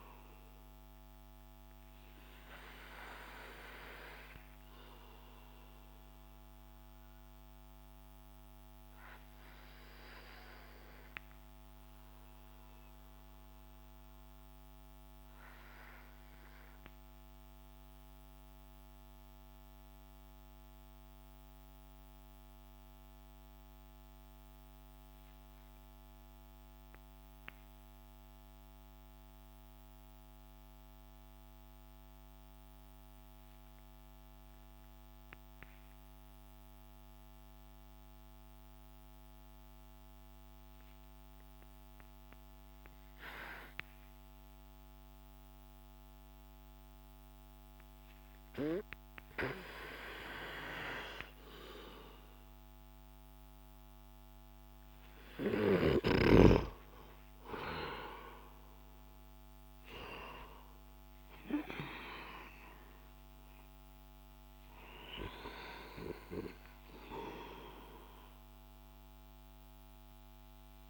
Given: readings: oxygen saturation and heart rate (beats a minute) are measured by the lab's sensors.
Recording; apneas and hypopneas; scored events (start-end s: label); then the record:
breathing in sleep by a microphone on the trachea; 1
2.00-55.00 s: obstructive apnea (oxygen 98% before, 92% lowest)
13.50-22.50 s: oxygen desaturation (device-marked, oxygen 96% before, 92% lowest)
56.50-60.50 s: arousal
From the record:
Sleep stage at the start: N2 (light sleep); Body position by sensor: on the back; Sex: male